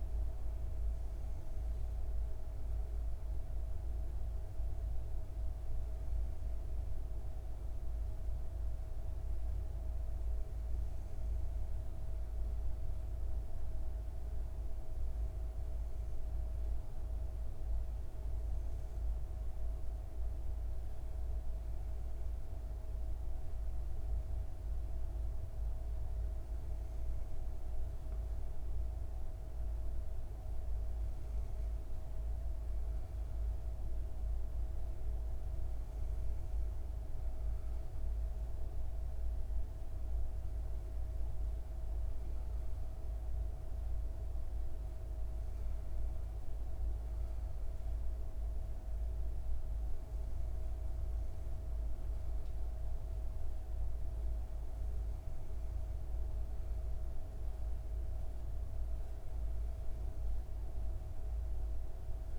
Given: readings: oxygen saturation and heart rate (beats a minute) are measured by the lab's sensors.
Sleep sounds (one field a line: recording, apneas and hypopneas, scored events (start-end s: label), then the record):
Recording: breathing in sleep, hard to hear, by a room microphone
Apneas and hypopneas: none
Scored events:
none scored
From the record:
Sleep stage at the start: N2 (light sleep)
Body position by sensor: on the back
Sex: female